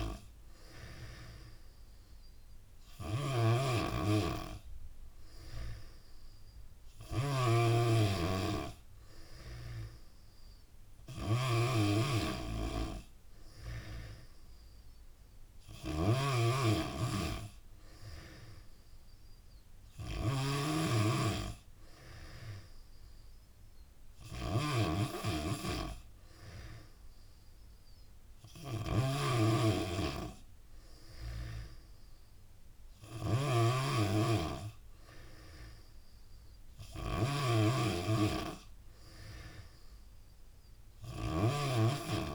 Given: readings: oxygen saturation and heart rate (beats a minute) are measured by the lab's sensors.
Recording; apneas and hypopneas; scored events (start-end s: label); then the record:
breathing in sleep by a room microphone; none
0.00-42.35 s: snoring (device-marked)
22.00-24.00 s: long interval between heartbeats (device-marked, heart rate 86 before, 94 extreme)
From the record:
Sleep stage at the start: N3 (deep sleep); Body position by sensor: on the back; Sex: female